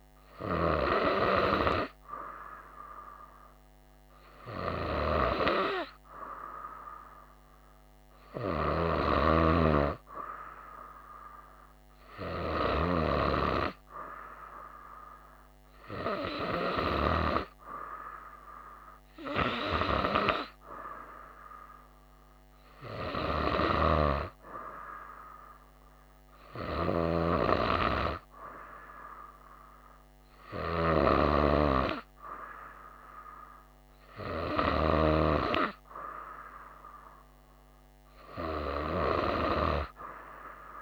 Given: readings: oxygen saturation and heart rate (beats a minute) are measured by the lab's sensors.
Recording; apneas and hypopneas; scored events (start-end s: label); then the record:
breathing in sleep by a microphone on the trachea; none
none scored
From the record:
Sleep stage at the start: N2 (light sleep); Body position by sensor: on the right side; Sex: female